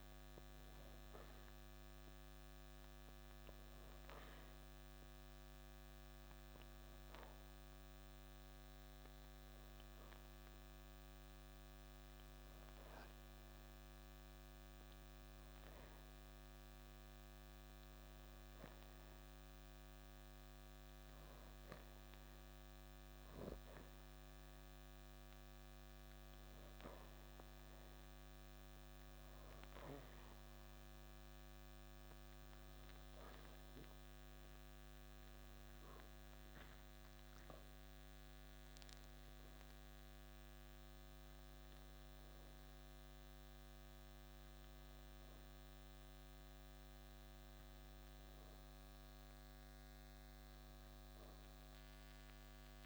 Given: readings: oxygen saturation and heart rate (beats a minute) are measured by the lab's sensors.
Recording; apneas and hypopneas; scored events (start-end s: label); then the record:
breathing in sleep, hard to hear, by a microphone on the trachea; 1
0.00-12.50 s: oxygen desaturation (device-marked, oxygen 91% lowest, heart rate 54 extreme)
7.50-27.00 s: obstructive apnea (oxygen 94% before, 90% lowest, heart rate 65 before, 54 extreme, up 1 after)
34.00-38.00 s: arousal
35.50-47.50 s: oxygen desaturation (device-marked, oxygen 94% before, 90% lowest, heart rate 56 before, 55 extreme)
From the record:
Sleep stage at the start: N2 (light sleep); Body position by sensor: on the back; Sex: male